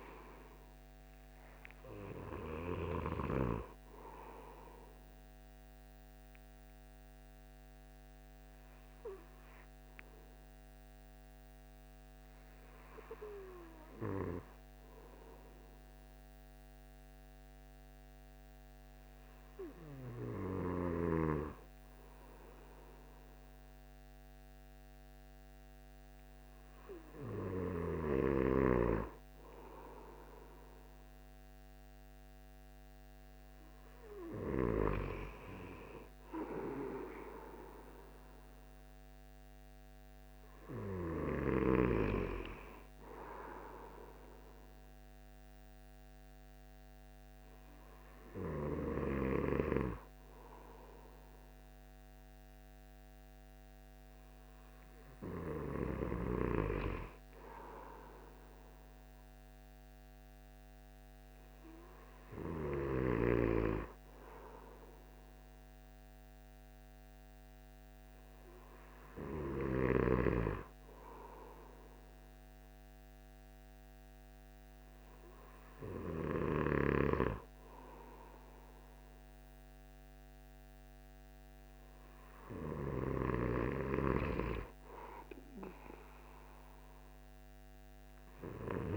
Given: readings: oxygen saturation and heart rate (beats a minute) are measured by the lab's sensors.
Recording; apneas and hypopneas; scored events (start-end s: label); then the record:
breathing in sleep by a microphone on the trachea; 1
7.50-26.50 s: hypopnea (oxygen 97% before, 94% lowest, heart rate 74 before, 68 extreme, up 3 after)
29.00-32.00 s: arousal
From the record:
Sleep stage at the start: N2 (light sleep); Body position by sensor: on the back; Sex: male